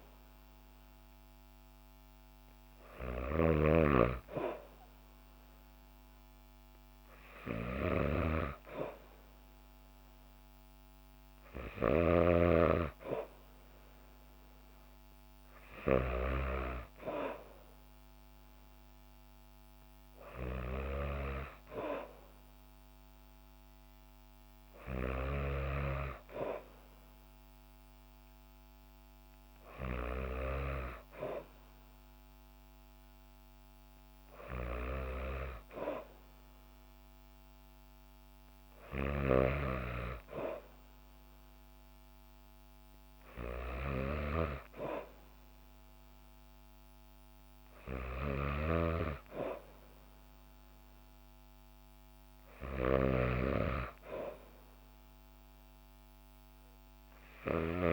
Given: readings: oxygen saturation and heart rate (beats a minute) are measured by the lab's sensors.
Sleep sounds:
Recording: breathing in sleep by a microphone on the trachea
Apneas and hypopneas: none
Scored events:
none scored
From the record:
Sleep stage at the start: N2 (light sleep)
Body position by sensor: on the back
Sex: female

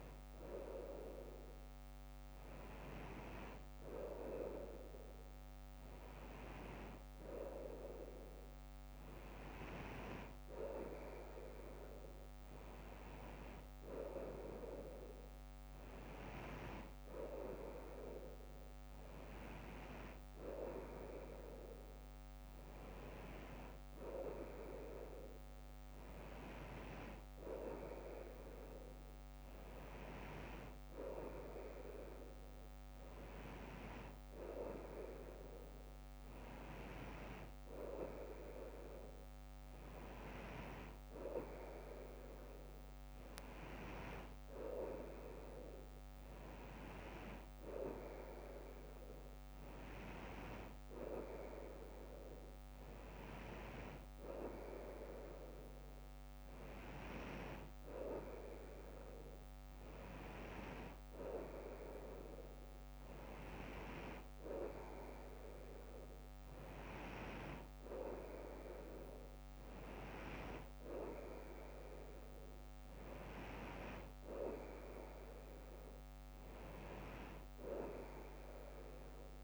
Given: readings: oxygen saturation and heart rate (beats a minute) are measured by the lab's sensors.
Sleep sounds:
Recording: breathing in sleep by a microphone on the trachea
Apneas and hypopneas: none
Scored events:
41.00-79.44 s: new sleep stage, N3 (deep sleep)
From the record:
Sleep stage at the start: N2 (light sleep)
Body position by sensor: on the front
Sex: female

